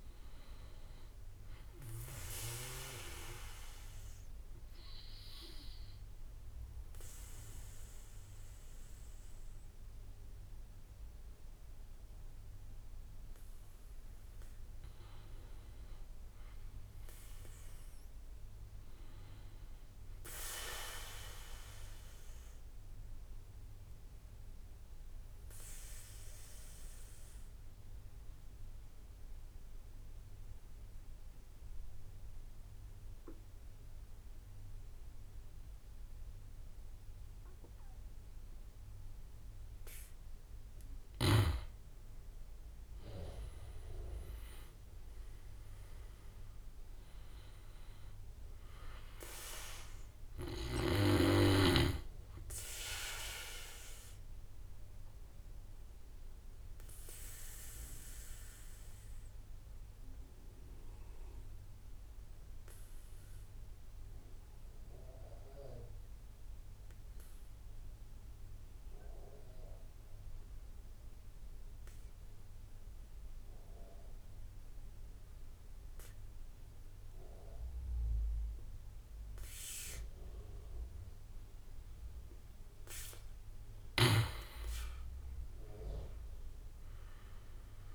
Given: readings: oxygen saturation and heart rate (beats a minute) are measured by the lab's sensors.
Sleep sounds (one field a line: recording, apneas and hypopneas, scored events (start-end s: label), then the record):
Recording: breathing in sleep by a room microphone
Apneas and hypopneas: 3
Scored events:
0.00-6.00 s: drop in pulse transit time (device-marked, heart rate 53 extreme)
0.00-12.00 s: oxygen desaturation (device-marked, oxygen 87% lowest, heart rate 46 extreme)
2.00-13.50 s: obstructive apnea (oxygen 99% before, 87% lowest, heart rate 56 before, 46 extreme, up 14 after)
15.50-19.00 s: arousal
22.50-38.50 s: obstructive apnea (oxygen 99% before, 85% lowest, heart rate 54 before, 47 extreme, up 11 after)
40.00-44.00 s: arousal
40.00-71.00 s: oxygen desaturation (device-marked, oxygen 98% before, 90% lowest, heart rate 51 before, 46 extreme)
46.00-59.00 s: drop in pulse transit time (device-marked, heart rate 52 before, 48 extreme)
53.00-82.00 s: obstructive apnea (oxygen 98% before, 85% lowest, heart rate 55 before, 46 extreme, up 15 after)
73.00-87.95 s: oxygen desaturation (device-marked, oxygen 99% before, 85% lowest, heart rate 50 before, 47 extreme)
82.50-86.50 s: arousal
From the record:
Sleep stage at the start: N2 (light sleep)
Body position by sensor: on the back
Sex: male